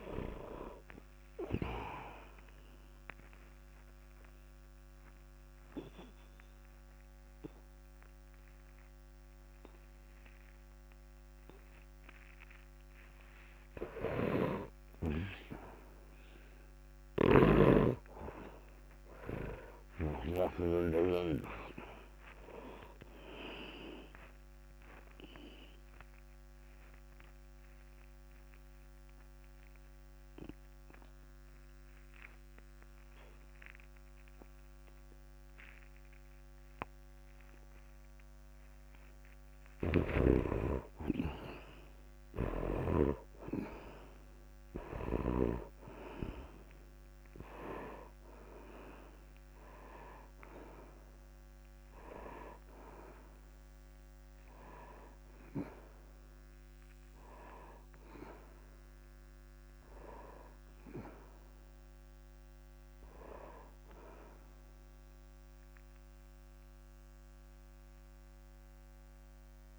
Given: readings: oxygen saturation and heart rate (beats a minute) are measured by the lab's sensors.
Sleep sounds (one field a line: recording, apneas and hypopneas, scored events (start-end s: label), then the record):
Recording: breathing in sleep by a microphone on the trachea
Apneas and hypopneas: 2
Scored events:
0.00-1.00 s: arousal
2.50-14.00 s: obstructive apnea (oxygen 98% before, 88% lowest, heart rate 69 before, 63 extreme, up 0 after)
8.50-16.50 s: oxygen desaturation (device-marked, oxygen 98% before, 95% lowest, heart rate 69 before, 63 extreme)
16.50-21.50 s: arousal
17.00-21.00 s: snoring (device-marked)
21.50-30.50 s: oxygen desaturation (device-marked, oxygen 98% before, 91% lowest, heart rate 67 before, 64 extreme)
25.00-40.00 s: obstructive apnea (oxygen 98% before, 88% lowest, heart rate 67 before, 64 extreme, up 6 after)
39.00-41.00 s: long interval between heartbeats (device-marked, heart rate 67 before, 74 extreme)
41.00-45.00 s: arousal
42.00-45.50 s: snoring (device-marked)
49.50-63.50 s: oxygen desaturation (device-marked, oxygen 97% before, 88% lowest, heart rate 70 before, 61 extreme)
From the record:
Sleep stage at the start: N2 (light sleep)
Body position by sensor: on the back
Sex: male